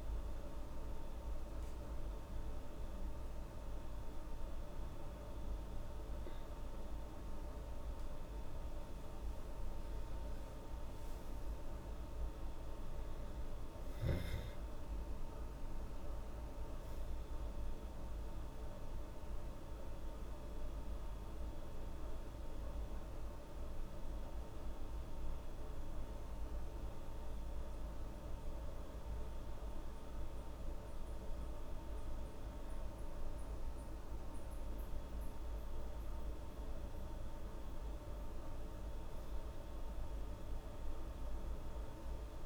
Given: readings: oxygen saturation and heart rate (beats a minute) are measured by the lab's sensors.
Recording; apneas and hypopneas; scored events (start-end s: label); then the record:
a person partly awake in a sleep study, hard to hear, by a room microphone; none
13.50-42.45 s: new sleep stage, N2 (light sleep)
15.50-27.50 s: oxygen desaturation (device-marked, oxygen 98% before, 92% lowest, heart rate 91 before, 75 extreme)
38.50-42.45 s: arousal
From the record:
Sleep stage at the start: awake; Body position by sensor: on the back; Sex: female